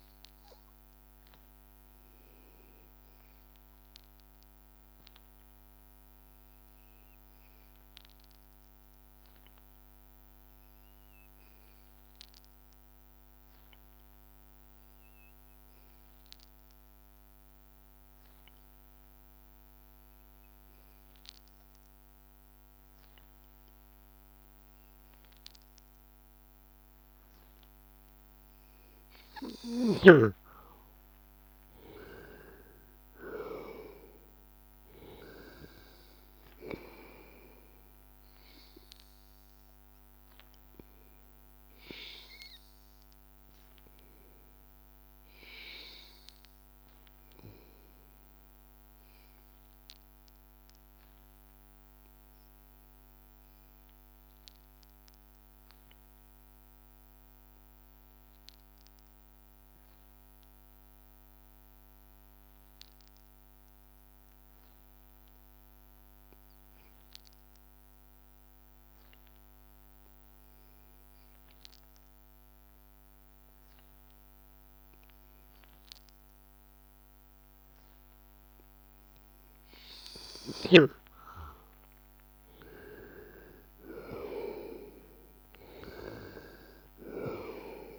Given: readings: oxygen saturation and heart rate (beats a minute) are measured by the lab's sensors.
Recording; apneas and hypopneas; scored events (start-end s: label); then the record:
breathing in sleep by a microphone on the trachea; 2
0.00-14.50 s: oxygen desaturation (device-marked, oxygen 94% lowest, heart rate 81 extreme)
3.00-26.50 s: obstructive apnea (oxygen 98% before, 93% lowest, heart rate 82 before, 81 extreme, up 2 after)
29.50-33.50 s: arousal
31.50-53.50 s: oxygen desaturation (device-marked, oxygen 97% before, 93% lowest, heart rate 82 before, 81 extreme)
50.00-81.00 s: obstructive apnea (oxygen 97% before, 92% lowest, heart rate 83 before, 81 extreme, up 2 after)
73.50-87.99 s: oxygen desaturation (device-marked, oxygen 98% before, 92% lowest, heart rate 82 before, 81 extreme)
81.50-86.00 s: arousal
From the record:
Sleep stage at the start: N2 (light sleep); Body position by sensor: on the back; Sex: male